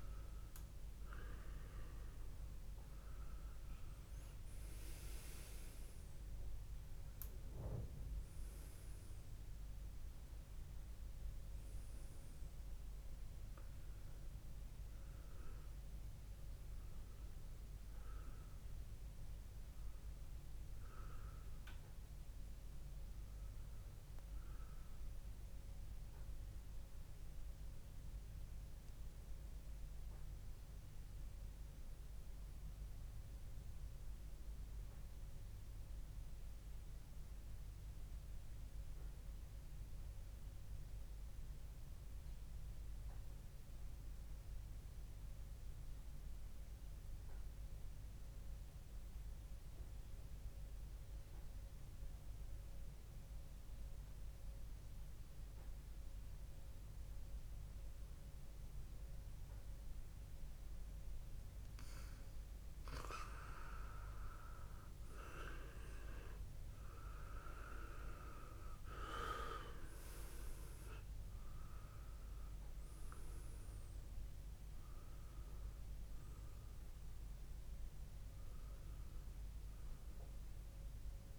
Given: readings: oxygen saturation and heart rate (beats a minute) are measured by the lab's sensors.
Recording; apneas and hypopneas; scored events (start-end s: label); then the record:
breathing in sleep by a room microphone; 1
0.00-1.00 s: arousal
0.00-17.00 s: oxygen desaturation (device-marked, oxygen 93% lowest, heart rate 57 extreme)
18.50-22.00 s: arousal
25.50-61.00 s: mixed apnea (oxygen 97% before, 93% lowest, heart rate 61 before, 60 extreme, up 1 after)
54.00-81.39 s: oxygen desaturation (device-marked, oxygen 99% before, 93% lowest, heart rate 64 before, 58 extreme)
63.00-67.50 s: arousal
66.00-81.39 s: new sleep stage, N1 (lightest sleep)
From the record:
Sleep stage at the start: N2 (light sleep); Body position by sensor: on the back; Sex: male